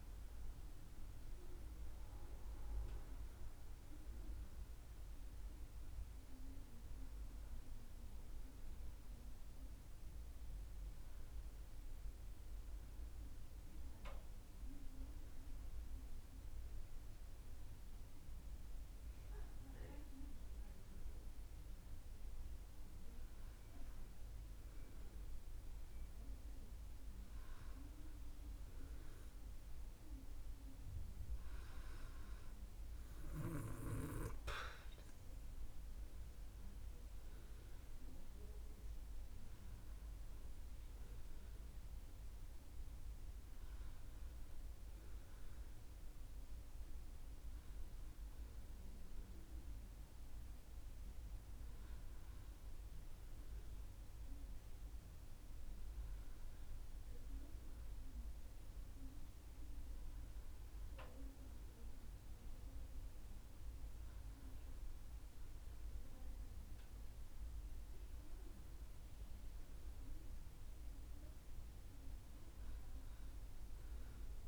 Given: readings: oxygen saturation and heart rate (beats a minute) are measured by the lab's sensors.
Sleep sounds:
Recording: breathing in sleep, hard to hear, by a room microphone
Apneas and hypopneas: none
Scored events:
3.50-74.48 s: new sleep stage, N2 (light sleep)
From the record:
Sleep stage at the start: N1 (lightest sleep)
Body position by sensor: on the back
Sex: female

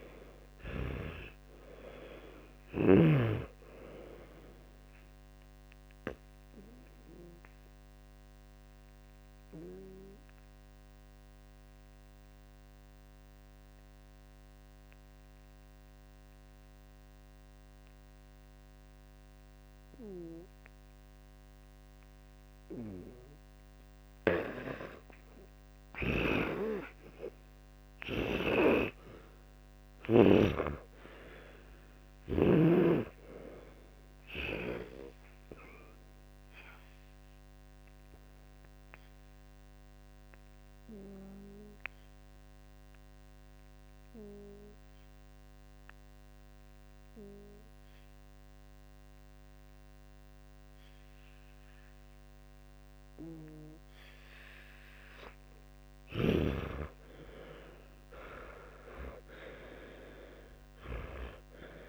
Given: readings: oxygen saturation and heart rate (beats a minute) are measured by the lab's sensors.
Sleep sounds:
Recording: breathing in sleep by a microphone on the trachea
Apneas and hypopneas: 2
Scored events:
0.00-3.00 s: arousal
0.00-3.00 s: snoring (device-marked)
6.00-32.00 s: oxygen desaturation (device-marked, oxygen 98% before, 88% lowest, heart rate 75 before, 57 extreme)
8.50-22.50 s: obstructive apnea (oxygen 98% before, 88% lowest, heart rate 76 before, 57 extreme, up 11 after)
26.00-30.50 s: snoring (device-marked)
29.50-34.50 s: arousal
40.50-53.50 s: obstructive apnea (oxygen 99% before, 89% lowest, heart rate 66 before, 58 extreme, up 22 after)
58.00-61.89 s: arousal
From the record:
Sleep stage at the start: N2 (light sleep)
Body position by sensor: on the back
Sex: male

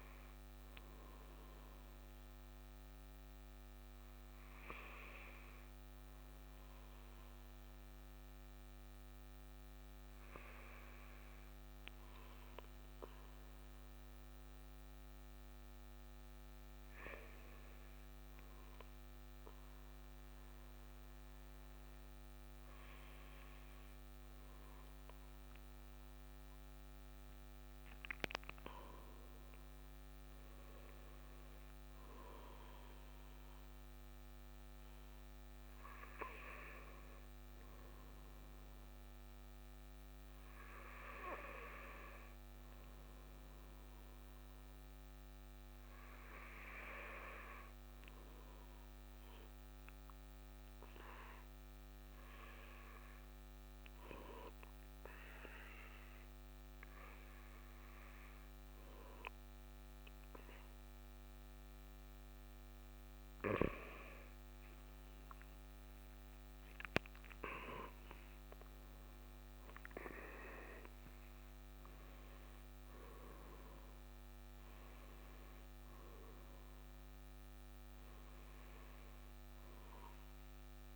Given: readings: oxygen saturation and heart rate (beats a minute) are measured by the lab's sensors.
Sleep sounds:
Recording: breathing in sleep by a microphone on the trachea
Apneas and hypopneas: 1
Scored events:
40.00-80.95 s: new sleep stage, N2 (light sleep)
48.50-63.50 s: obstructive apnea (oxygen 95% before, 95% lowest, heart rate 57 before, 55 extreme, up 5 after)
65.50-68.50 s: arousal
From the record:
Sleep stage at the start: N1 (lightest sleep)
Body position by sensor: on the right side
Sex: male

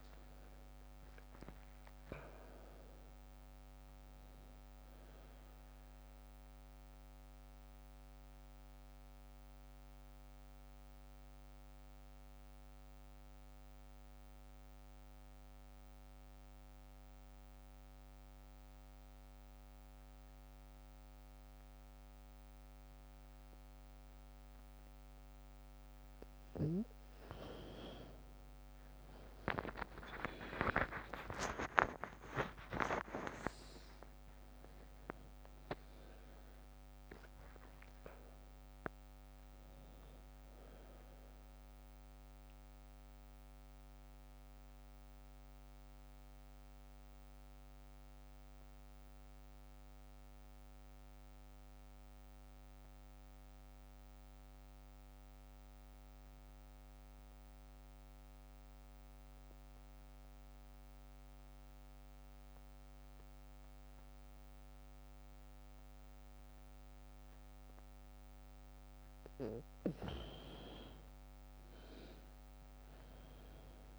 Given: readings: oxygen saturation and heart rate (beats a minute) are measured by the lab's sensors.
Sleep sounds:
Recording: breathing in sleep by a microphone on the trachea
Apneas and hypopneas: 2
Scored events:
0.00-17.50 s: oxygen desaturation (device-marked, oxygen 89% lowest, heart rate 53 extreme)
8.00-26.00 s: mixed apnea (oxygen 100% before, 85% lowest, heart rate 61 before, 54 extreme, up 7 after)
28.50-33.50 s: arousal
29.50-54.50 s: oxygen desaturation (device-marked, oxygen 99% before, 89% lowest, heart rate 57 before, 55 extreme)
42.50-69.50 s: mixed apnea (oxygen 99% before, 85% lowest, heart rate 62 before, 55 extreme, up 7 after)
68.50-73.99 s: oxygen desaturation (device-marked, oxygen 99% before, 85% lowest, heart rate 58 before, 57 extreme)
71.00-73.99 s: arousal
From the record:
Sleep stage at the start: N2 (light sleep)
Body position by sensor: on the back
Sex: female

